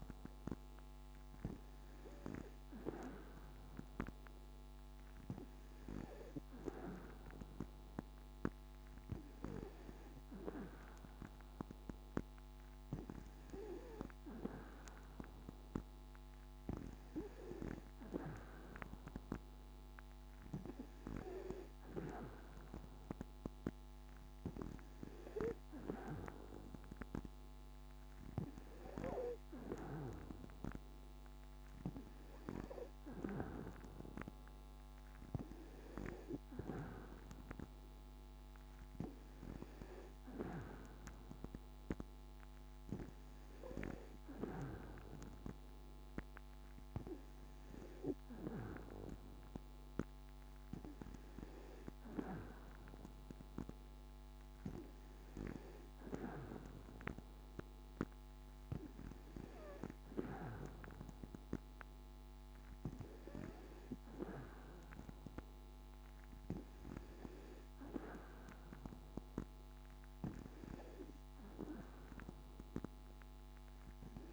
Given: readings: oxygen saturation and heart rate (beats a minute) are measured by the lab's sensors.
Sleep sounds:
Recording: breathing in sleep by a microphone on the trachea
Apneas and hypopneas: none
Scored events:
none scored
From the record:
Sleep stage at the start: N2 (light sleep)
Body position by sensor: on the back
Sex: female

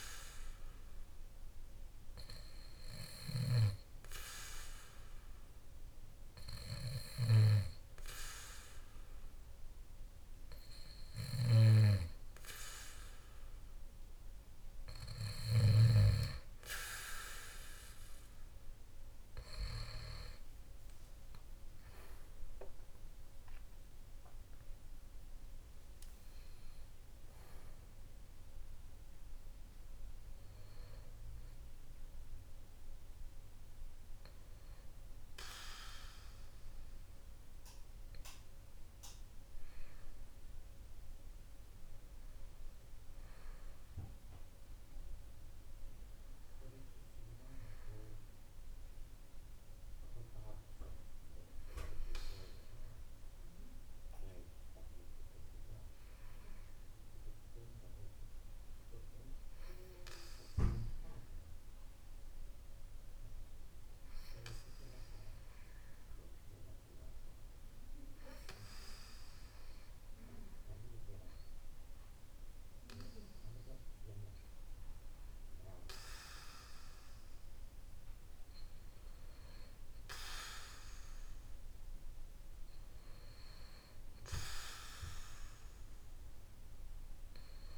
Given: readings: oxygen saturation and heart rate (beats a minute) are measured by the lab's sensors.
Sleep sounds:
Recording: breathing in sleep by a room microphone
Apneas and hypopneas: none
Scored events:
20.50-24.50 s: arousal
From the record:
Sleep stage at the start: N2 (light sleep)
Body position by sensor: on the back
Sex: male

